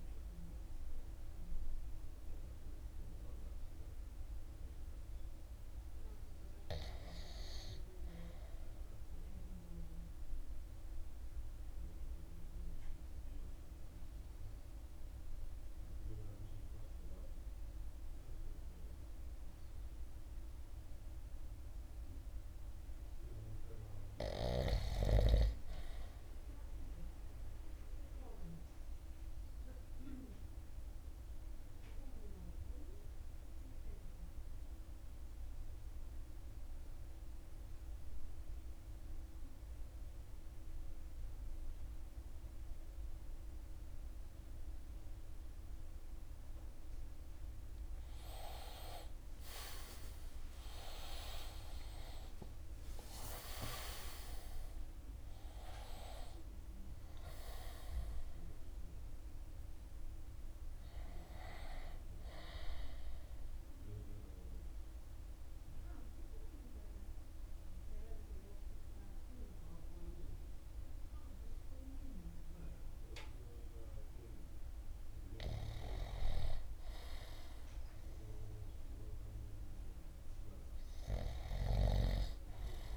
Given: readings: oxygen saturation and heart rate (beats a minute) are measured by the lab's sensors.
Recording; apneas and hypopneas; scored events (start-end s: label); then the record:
breathing in sleep by a room microphone; 3
0.00-9.50 s: oxygen desaturation (device-marked, oxygen 88% lowest, heart rate 52 extreme)
9.00-21.50 s: obstructive apnea (oxygen 94% before, 85% lowest, heart rate 64 before, 48 extreme, up 0 after)
14.50-21.50 s: oxygen desaturation (device-marked, oxygen 90% before, 85% lowest, heart rate 60 before, 48 extreme)
14.50-82.97 s: new sleep stage, N2 (light sleep)
23.00-26.00 s: arousal
28.00-45.50 s: obstructive apnea (oxygen 99% before, 84% lowest, heart rate 55 before, 48 extreme, up 22 after)
38.50-82.97 s: oxygen desaturation (device-marked, oxygen 97% before, 84% lowest, heart rate 53 before, 48 extreme)
48.50-52.50 s: arousal
63.00-74.00 s: central apnea (oxygen 97% before, 84% lowest, heart rate 61 before, 49 extreme, up 7 after)
74.50-78.00 s: arousal
From the record:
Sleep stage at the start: N1 (lightest sleep); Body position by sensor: on the right side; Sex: male